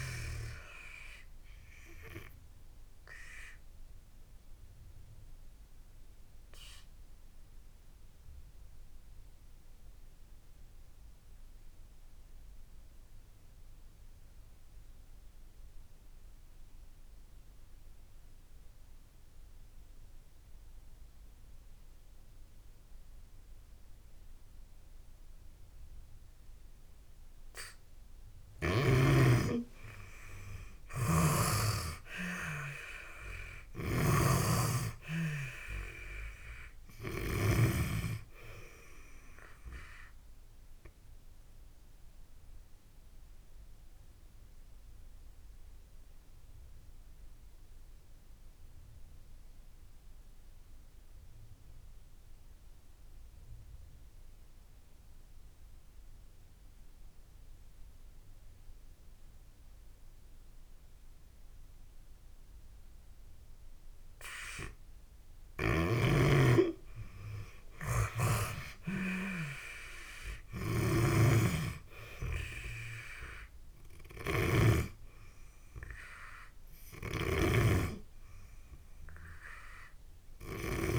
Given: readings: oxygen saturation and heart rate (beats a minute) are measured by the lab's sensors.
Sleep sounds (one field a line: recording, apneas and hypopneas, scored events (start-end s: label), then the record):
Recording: breathing in sleep by a room microphone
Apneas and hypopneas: 2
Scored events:
0.50-28.50 s: oxygen desaturation (device-marked, oxygen 95% before, 81% lowest)
1.50-27.00 s: obstructive apnea (oxygen 97% before, 81% lowest)
30.00-33.50 s: arousal
30.50-37.50 s: snoring (device-marked)
40.50-66.00 s: obstructive apnea (oxygen 97% before, 82% lowest)
48.50-63.50 s: oxygen desaturation (device-marked, oxygen 94% before, 82% lowest)
67.50-80.99 s: snoring (device-marked)
68.00-71.50 s: arousal
75.50-80.99 s: oxygen desaturation (device-marked, oxygen 97% before, 84% lowest)
From the record:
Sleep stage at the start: N2 (light sleep)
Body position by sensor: on the back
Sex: female